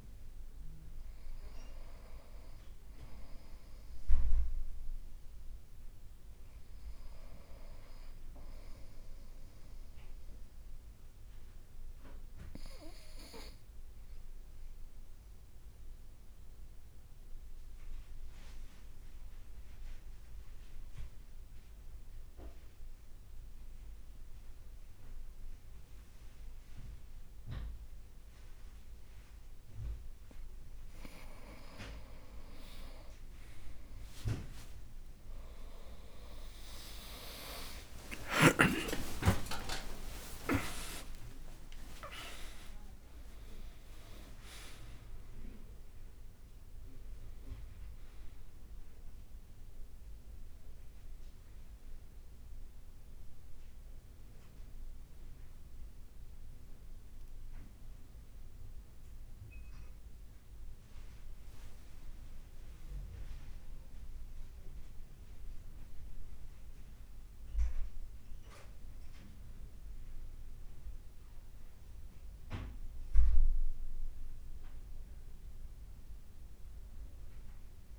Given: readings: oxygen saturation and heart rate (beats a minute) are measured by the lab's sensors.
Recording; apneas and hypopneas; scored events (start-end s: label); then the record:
breathing in sleep by a room microphone; 1
11.50-30.00 s: obstructive apnea (oxygen 98% before, 94% lowest, heart rate 55 before, 55 extreme, up 15 after)
34.50-40.50 s: arousal
36.50-44.50 s: tachycardia (device-marked, heart rate 59 before, 164 extreme)
37.50-39.50 s: long interval between heartbeats (device-marked, heart rate 56 before, 70 extreme)
39.50-41.50 s: long interval between heartbeats (device-marked, heart rate 58 before, 116 extreme)
41.50-43.50 s: long interval between heartbeats (device-marked, heart rate 65 before, 148 extreme)
49.50-77.99 s: new sleep stage, N1 (lightest sleep)
60.50-64.00 s: leg movement (device-marked)
From the record:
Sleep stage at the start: N2 (light sleep); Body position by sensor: on the right side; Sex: male